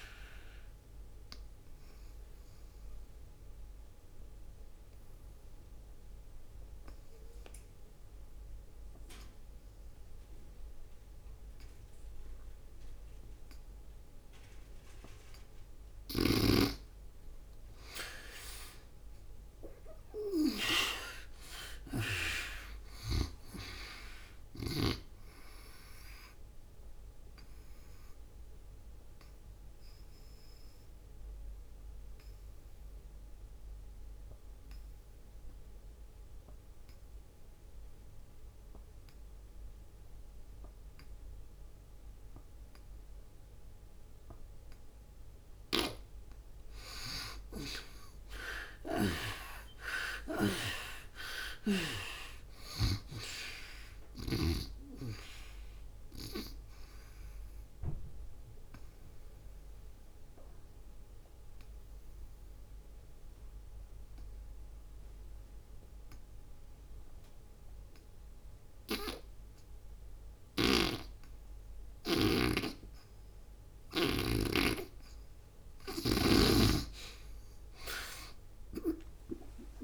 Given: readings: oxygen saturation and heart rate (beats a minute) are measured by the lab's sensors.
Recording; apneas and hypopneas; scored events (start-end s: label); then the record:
breathing in sleep by a room microphone; 3
0.00-10.00 s: oxygen desaturation (device-marked, oxygen 81% lowest, heart rate 64 extreme)
0.50-16.50 s: obstructive apnea (oxygen 96% before, 76% lowest, heart rate 74 before, 64 extreme, up 33 after)
17.00-41.00 s: oxygen desaturation (device-marked, oxygen 96% before, 81% lowest, heart rate 77 before, 65 extreme)
18.50-22.50 s: arousal
26.00-45.00 s: obstructive apnea (oxygen 96% before, 76% lowest, heart rate 74 before, 65 extreme, up 35 after)
47.50-51.50 s: arousal
51.00-68.00 s: oxygen desaturation (device-marked, oxygen 98% before, 76% lowest, heart rate 68 before, 65 extreme)
56.50-73.00 s: obstructive apnea (oxygen 98% before, 76% lowest, heart rate 76 before, 64 extreme, up 24 after)
70.00-74.00 s: snoring (device-marked)
75.00-79.84 s: oxygen desaturation (device-marked, oxygen 98% before, 80% lowest, heart rate 77 before, 63 extreme)
78.00-79.84 s: arousal
From the record:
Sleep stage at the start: N2 (light sleep); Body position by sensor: on the back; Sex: female